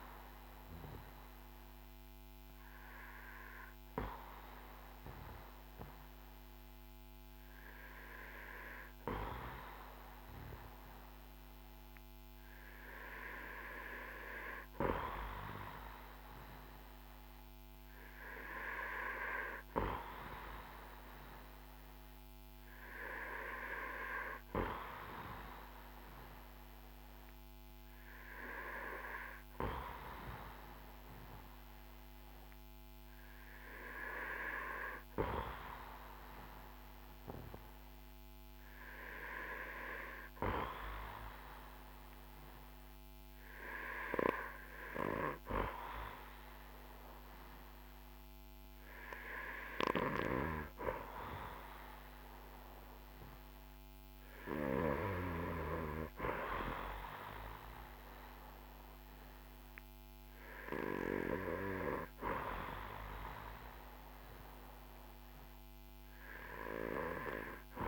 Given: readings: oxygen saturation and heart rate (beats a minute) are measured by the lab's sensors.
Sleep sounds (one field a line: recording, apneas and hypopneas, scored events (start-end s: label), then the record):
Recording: breathing in sleep by a microphone on the trachea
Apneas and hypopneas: none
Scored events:
none scored
From the record:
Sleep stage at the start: N2 (light sleep)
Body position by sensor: on the back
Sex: male